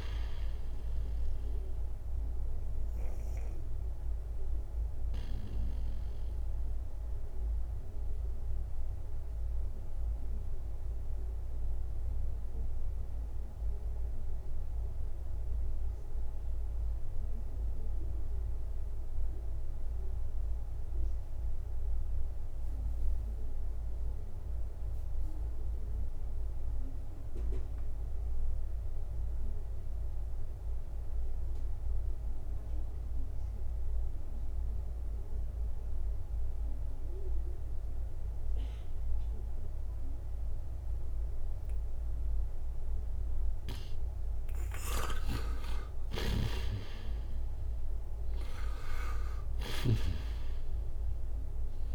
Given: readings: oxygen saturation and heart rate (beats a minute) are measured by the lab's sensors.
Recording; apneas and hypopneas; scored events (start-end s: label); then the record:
breathing in sleep by a room microphone; 1
0.00-23.50 s: oxygen desaturation (device-marked, oxygen 87% lowest, heart rate 60 extreme)
4.50-42.50 s: obstructive apnea (oxygen 98% before, 80% lowest, heart rate 65 before, 60 extreme, up 6 after)
36.50-51.95 s: oxygen desaturation (device-marked, oxygen 97% before, 80% lowest, heart rate 61 before, 58 extreme)
45.00-51.95 s: snoring (device-marked)
46.00-49.50 s: arousal
From the record:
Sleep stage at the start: N2 (light sleep); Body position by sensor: on the right side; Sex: male